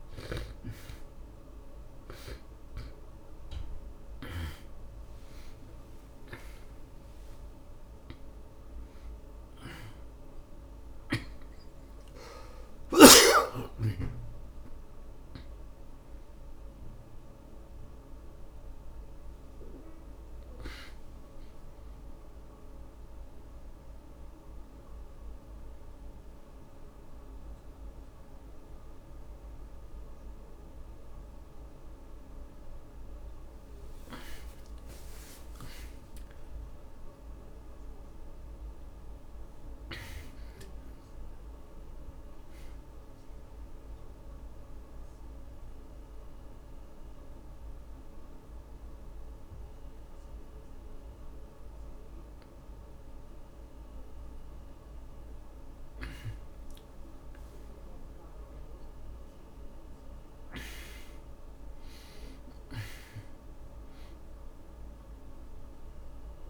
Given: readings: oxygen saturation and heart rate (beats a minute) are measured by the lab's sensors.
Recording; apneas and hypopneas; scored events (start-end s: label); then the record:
a person partly awake in a sleep study, by a room microphone; 2
0.00-9.00 s: oxygen desaturation (device-marked, oxygen 88% lowest, heart rate 27 extreme)
18.00-66.50 s: new sleep stage, N2 (light sleep)
22.50-34.00 s: central apnea (oxygen 97% before, 83% lowest, heart rate 84 before, 27 extreme)
35.50-39.00 s: arousal
44.00-65.00 s: oxygen desaturation (device-marked, oxygen 97% before, 88% lowest)
45.00-56.00 s: central apnea (oxygen 97% before, 83% lowest)
58.50-62.50 s: arousal
From the record:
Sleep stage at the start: awake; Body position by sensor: on the back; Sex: male